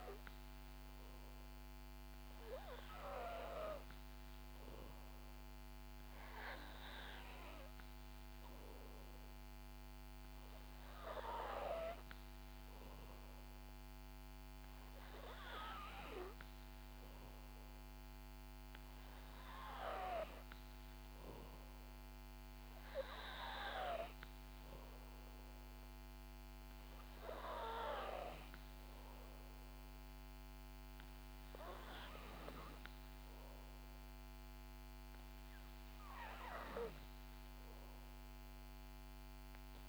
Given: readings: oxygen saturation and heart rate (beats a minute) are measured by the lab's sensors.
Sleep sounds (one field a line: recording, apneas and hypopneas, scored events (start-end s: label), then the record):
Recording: breathing in sleep by a microphone on the trachea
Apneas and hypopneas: none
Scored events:
none scored
From the record:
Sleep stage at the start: N2 (light sleep)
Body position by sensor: on the back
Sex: female